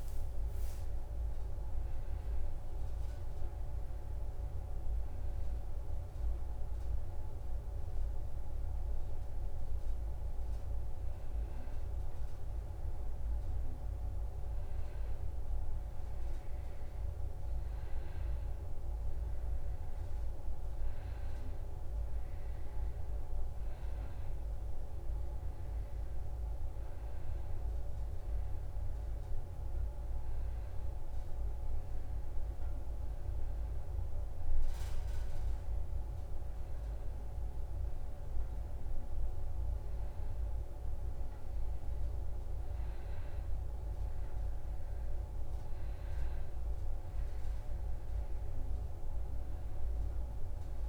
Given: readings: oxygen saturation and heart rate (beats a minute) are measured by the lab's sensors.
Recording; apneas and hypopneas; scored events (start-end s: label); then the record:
breathing in sleep, hard to hear, by a room microphone; none
14.50-50.89 s: new sleep stage, N2 (light sleep)
From the record:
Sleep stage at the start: N1 (lightest sleep); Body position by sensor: on the back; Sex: male